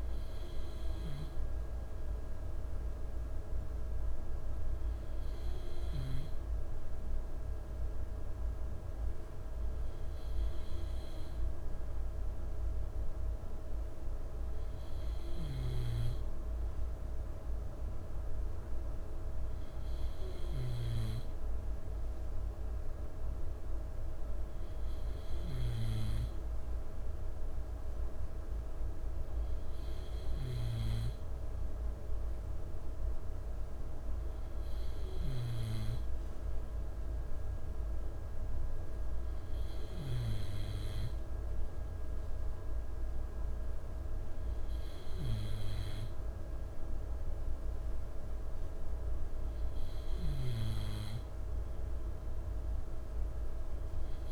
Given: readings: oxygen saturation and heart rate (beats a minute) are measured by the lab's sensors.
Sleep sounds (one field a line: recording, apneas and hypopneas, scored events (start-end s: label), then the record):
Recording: breathing in sleep, hard to hear, by a room microphone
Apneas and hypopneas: none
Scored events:
15.50-21.00 s: snoring (device-marked)
From the record:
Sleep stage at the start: N2 (light sleep)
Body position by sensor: on the left side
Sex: male